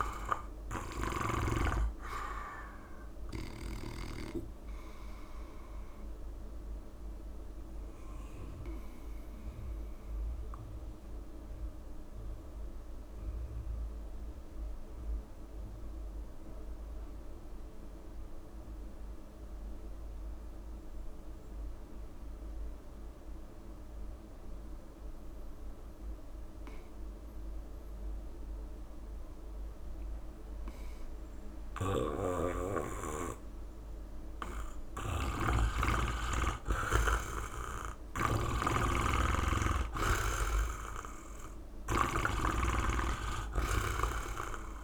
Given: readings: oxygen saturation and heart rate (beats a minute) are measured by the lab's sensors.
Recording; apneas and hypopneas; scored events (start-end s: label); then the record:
breathing in sleep by a room microphone; 1
0.00-20.00 s: oxygen desaturation (device-marked, oxygen 82% lowest, heart rate 39 extreme)
1.50-3.50 s: long interval between heartbeats (device-marked, heart rate 72 before, 48 extreme)
7.50-33.50 s: obstructive apnea (oxygen 99% before, 82% lowest, heart rate 66 before, 48 extreme, up 4 after)
31.50-35.00 s: snoring (device-marked)
34.00-44.84 s: oxygen desaturation (device-marked, oxygen 98% before, 85% lowest, heart rate 68 before, 48 extreme)
36.50-40.50 s: arousal
39.00-41.00 s: long interval between heartbeats (device-marked, heart rate 67 before, 57 extreme)
42.00-44.84 s: snoring (device-marked)
42.50-44.50 s: long interval between heartbeats (device-marked, heart rate 66 before, 56 extreme)
From the record:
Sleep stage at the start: N2 (light sleep); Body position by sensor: on the back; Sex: male